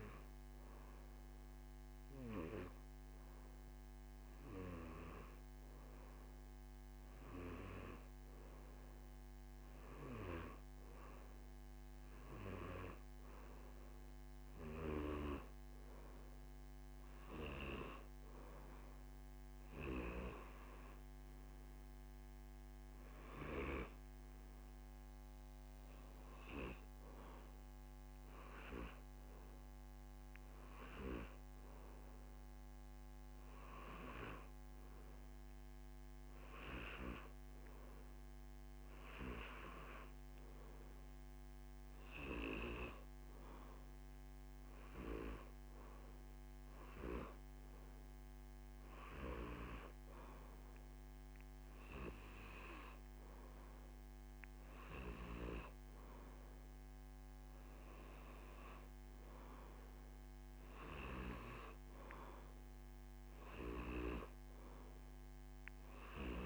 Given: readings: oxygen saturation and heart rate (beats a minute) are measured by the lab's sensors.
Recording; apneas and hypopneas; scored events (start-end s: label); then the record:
breathing in sleep by a microphone on the trachea; none
none scored
From the record:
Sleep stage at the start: N2 (light sleep); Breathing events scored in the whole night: 145 in 4.9 hours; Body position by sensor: on the back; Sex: male